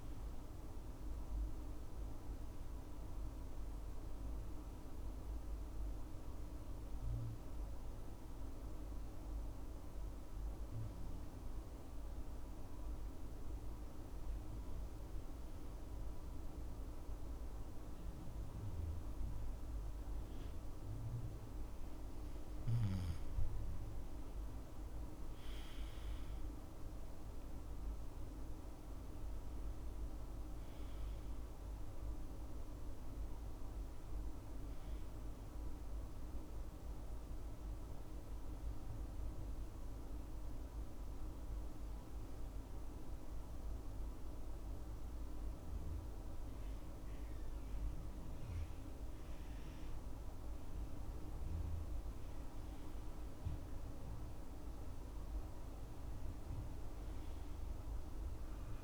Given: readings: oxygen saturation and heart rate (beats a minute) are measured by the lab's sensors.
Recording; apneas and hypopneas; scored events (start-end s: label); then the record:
breathing in sleep, hard to hear, by a room microphone; 2
7.00-21.00 s: obstructive apnea (oxygen 98% before, 94% lowest, heart rate 69 before, 62 extreme, up 10 after)
23.50-52.50 s: oxygen desaturation (device-marked, oxygen 97% before, 94% lowest, heart rate 66 before, 62 extreme)
24.00-28.00 s: arousal
39.00-49.00 s: hypopnea (oxygen 97% before, 94% lowest, heart rate 70 before, 62 extreme, up 8 after)
53.50-57.50 s: arousal
From the record:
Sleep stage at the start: N2 (light sleep); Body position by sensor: on the back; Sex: male